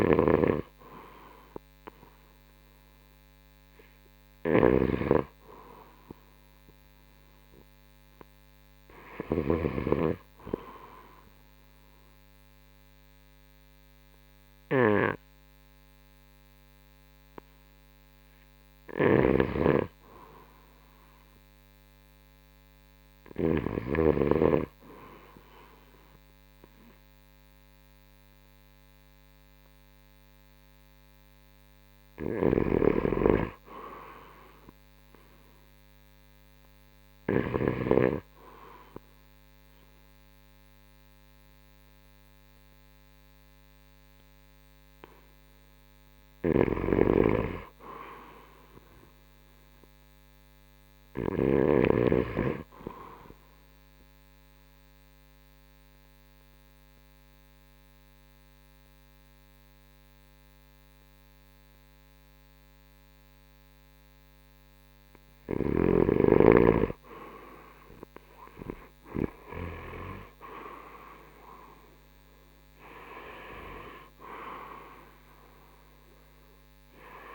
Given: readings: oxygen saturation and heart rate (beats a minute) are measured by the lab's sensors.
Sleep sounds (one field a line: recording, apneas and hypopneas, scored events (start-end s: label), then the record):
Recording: breathing in sleep by a microphone on the trachea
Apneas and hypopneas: 1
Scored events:
0.00-1.00 s: oxygen desaturation (device-marked, oxygen 94% before, 86% lowest, heart rate 66 before, 63 extreme)
0.00-10.00 s: snoring (device-marked)
19.00-24.00 s: snoring (device-marked)
32.50-38.00 s: snoring (device-marked)
34.00-45.00 s: oxygen desaturation (device-marked, oxygen 94% before, 91% lowest, heart rate 66 before, 59 extreme)
46.50-52.00 s: snoring (device-marked)
49.50-52.50 s: arousal
55.00-66.00 s: obstructive apnea (oxygen 94% before, 88% lowest, heart rate 66 before, 60 extreme, up 23 after)
69.00-77.35 s: drop in pulse transit time (device-marked, heart rate 66 before, 66 extreme)
73.50-77.35 s: arousal
From the record:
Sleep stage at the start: N2 (light sleep)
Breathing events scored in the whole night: 538 in 7.3 hours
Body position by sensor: on the right side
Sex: male